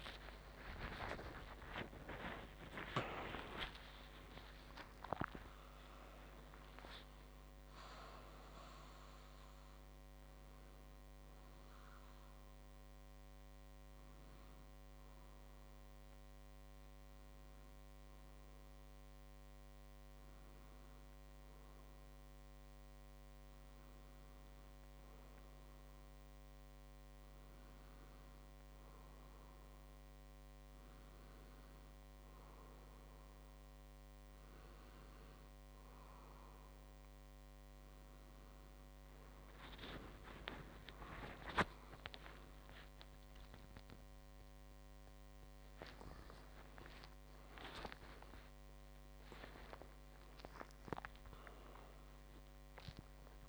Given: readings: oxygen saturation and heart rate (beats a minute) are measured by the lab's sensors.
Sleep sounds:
a person partly awake in a sleep study, by a microphone on the trachea; none
0.00-1.50 s: tachycardia (device-marked, heart rate 95 extreme)
0.00-3.50 s: arousal
31.50-53.49 s: new sleep stage, awake
From the record:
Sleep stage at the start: N1 (lightest sleep); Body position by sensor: on the back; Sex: male

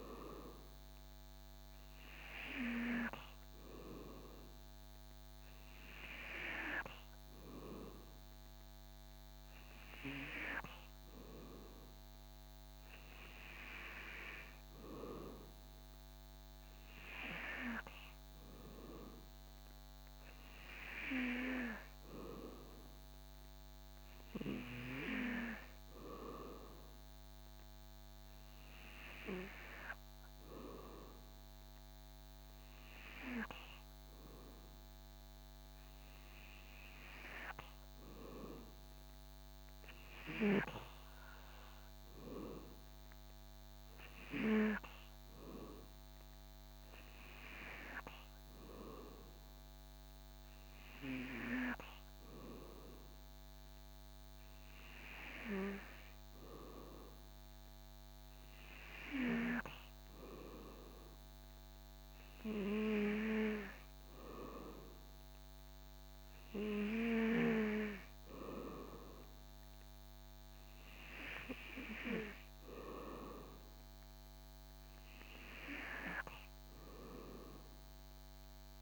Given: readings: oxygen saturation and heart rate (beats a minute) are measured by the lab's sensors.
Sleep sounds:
breathing in sleep by a microphone on the trachea; none
none scored
From the record:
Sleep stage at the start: N2 (light sleep); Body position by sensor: on the back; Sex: male

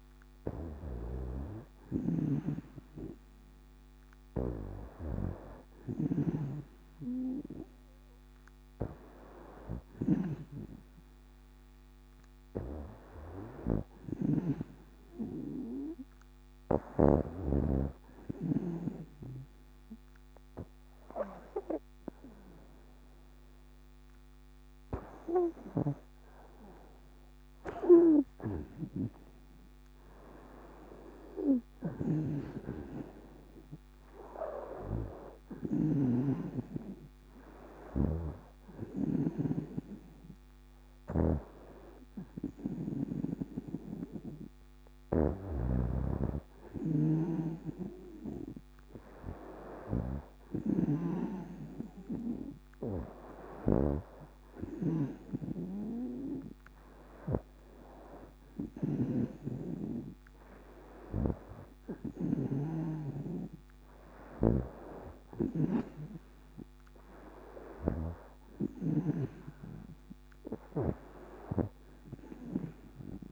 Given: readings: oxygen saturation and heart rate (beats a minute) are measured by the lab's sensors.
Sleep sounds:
breathing in sleep by a microphone on the trachea; 1
0.00-14.50 s: snoring (device-marked)
17.50-27.50 s: obstructive apnea (oxygen 96% before, 92% lowest, heart rate 66 before, 57 extreme, up 3 after)
28.50-32.00 s: arousal
31.50-43.00 s: snoring (device-marked)
45.00-51.00 s: snoring (device-marked)
45.00-52.00 s: oxygen desaturation (device-marked, oxygen 95% before, 92% lowest, heart rate 61 before, 61 extreme)
53.00-73.31 s: snoring (device-marked)
From the record:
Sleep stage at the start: N2 (light sleep); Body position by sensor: on the back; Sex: female

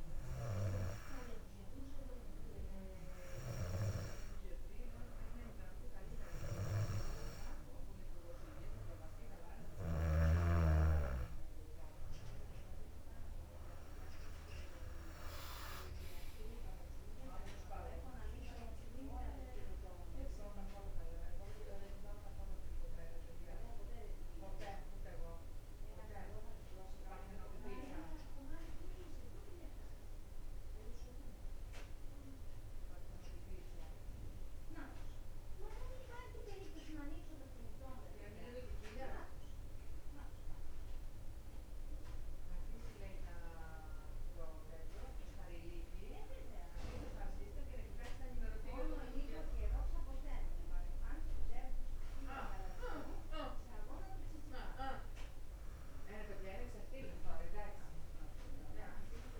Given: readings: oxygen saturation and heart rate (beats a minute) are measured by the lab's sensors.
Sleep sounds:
breathing in sleep by a room microphone; 1
18.00-31.00 s: drop in pulse transit time (device-marked, heart rate 62 before, 61 extreme)
38.00-50.00 s: hypopnea (oxygen 97% before, 96% lowest, heart rate 63 before, 63 extreme, up 3 after)
52.50-57.00 s: arousal
From the record:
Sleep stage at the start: N2 (light sleep); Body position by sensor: on the back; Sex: female

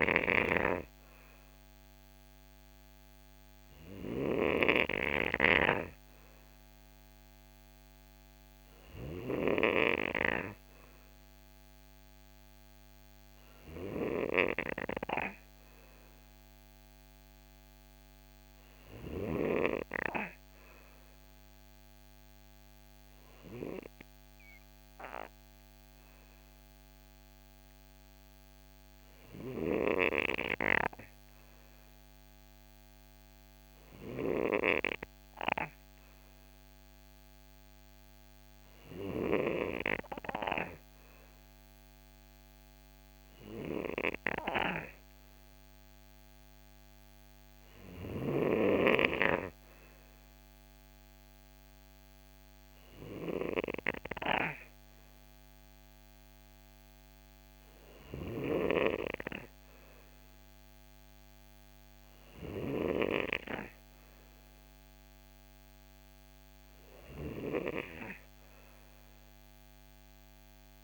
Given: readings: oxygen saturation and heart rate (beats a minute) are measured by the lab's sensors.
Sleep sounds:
breathing in sleep by a microphone on the trachea; none
none scored
From the record:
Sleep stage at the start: N3 (deep sleep); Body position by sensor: on the right side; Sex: male

